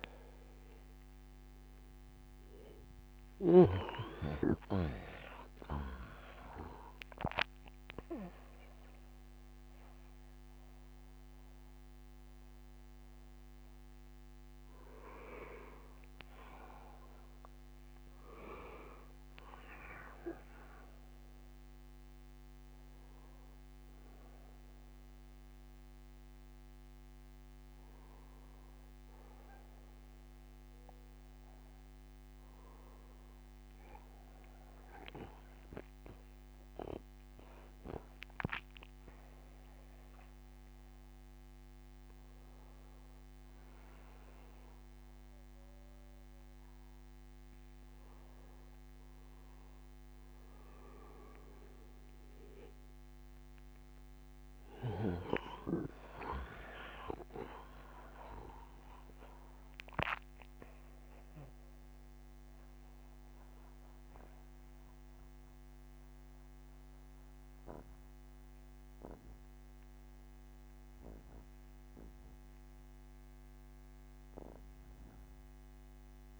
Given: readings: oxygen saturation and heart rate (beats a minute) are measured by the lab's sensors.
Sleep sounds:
a person awake in a sleep study, by a microphone on the trachea; none
0.00-2.50 s: oxygen desaturation (device-marked, oxygen 93% lowest, heart rate 63 extreme)
From the record:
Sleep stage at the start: awake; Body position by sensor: on the back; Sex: male

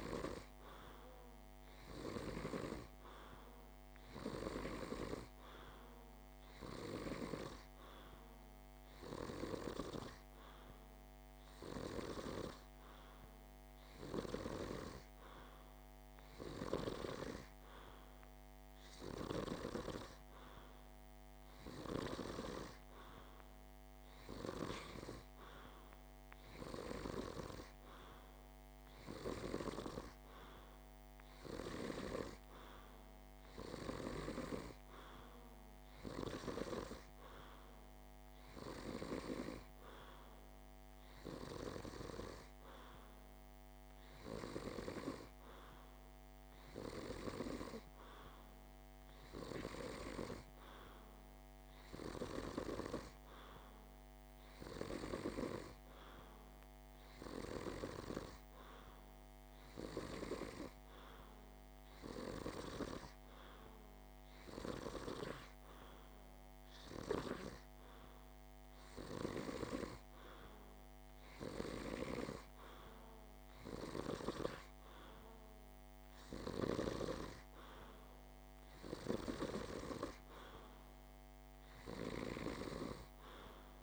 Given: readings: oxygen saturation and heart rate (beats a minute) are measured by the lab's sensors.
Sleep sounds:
breathing in sleep by a microphone on the trachea; none
12.00-19.00 s: oxygen desaturation (device-marked, oxygen 96% before, 89% lowest, heart rate 44 before, 46 extreme)
From the record:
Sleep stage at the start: N2 (light sleep); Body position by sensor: on the back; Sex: male

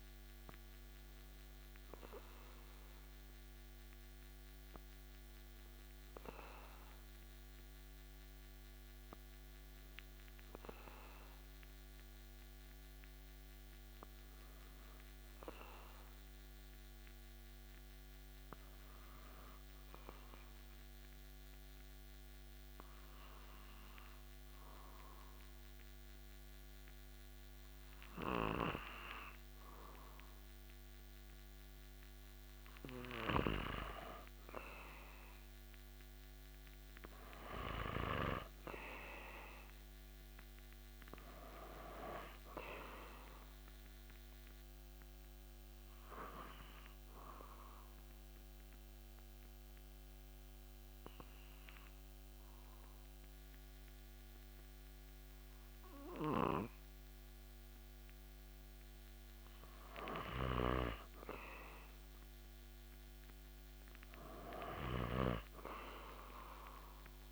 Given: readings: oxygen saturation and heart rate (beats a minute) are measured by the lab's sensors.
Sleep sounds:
breathing in sleep by a microphone on the trachea; 2
6.50-29.50 s: obstructive apnea (oxygen 98% before, 95% lowest)
34.00-38.50 s: arousal
45.00-58.50 s: obstructive apnea (oxygen 98% before, 95% lowest)
61.50-66.00 s: arousal
From the record:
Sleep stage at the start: N2 (light sleep); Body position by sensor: on the back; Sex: male

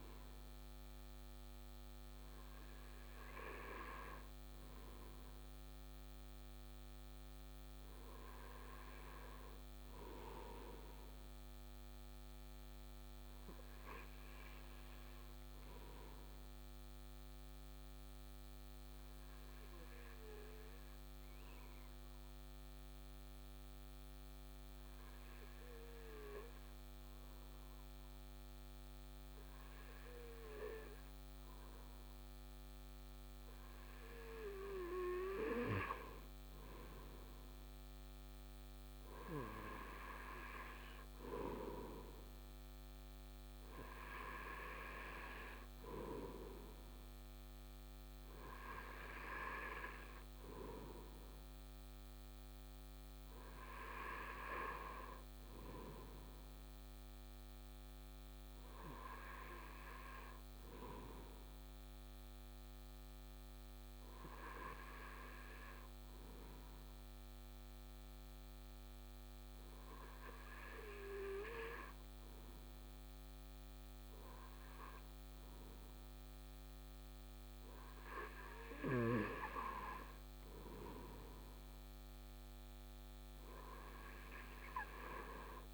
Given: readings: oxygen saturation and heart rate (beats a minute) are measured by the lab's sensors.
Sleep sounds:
breathing in sleep by a microphone on the trachea; 2
16.00-34.50 s: obstructive apnea (oxygen 97% before, 96% lowest, heart rate 56 before, 53 extreme, up 3 after)
37.00-40.50 s: arousal
61.00-78.00 s: obstructive apnea (oxygen 97% before, 96% lowest, heart rate 55 before, 50 extreme, up 2 after)
80.50-84.00 s: arousal
From the record:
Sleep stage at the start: N2 (light sleep); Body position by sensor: on the right side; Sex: male

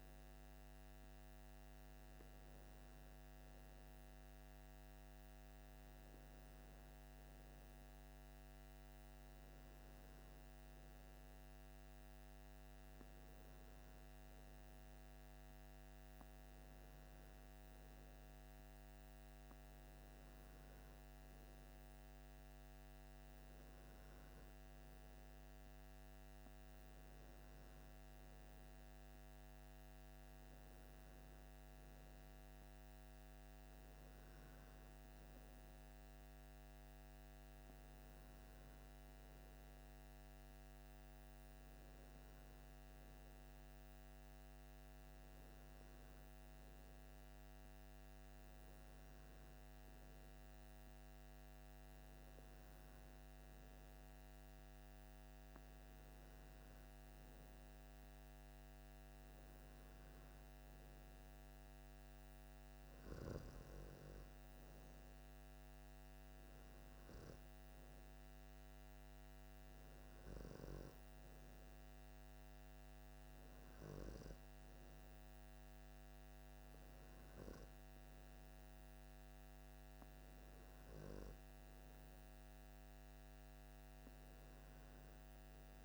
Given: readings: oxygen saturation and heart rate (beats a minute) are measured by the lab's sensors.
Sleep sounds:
breathing in sleep, hard to hear, by a microphone on the trachea; none
none scored
From the record:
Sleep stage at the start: N2 (light sleep); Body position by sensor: on the left side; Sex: male

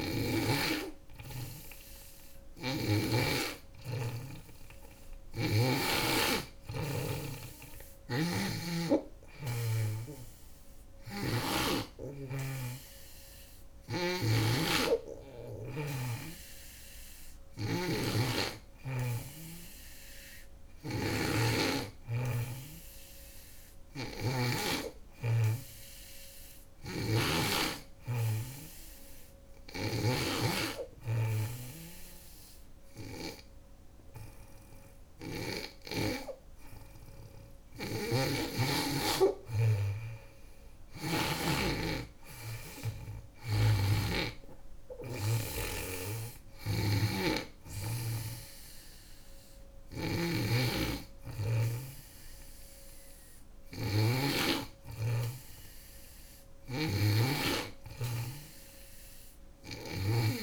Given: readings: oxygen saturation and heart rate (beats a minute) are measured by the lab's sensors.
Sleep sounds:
breathing in sleep by a room microphone; none
1.50-5.00 s: snoring (device-marked)
7.00-24.00 s: snoring (device-marked)
26.00-35.00 s: snoring (device-marked)
37.00-43.50 s: snoring (device-marked)
45.50-60.43 s: snoring (device-marked)
From the record:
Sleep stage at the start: N2 (light sleep); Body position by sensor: on the back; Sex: female

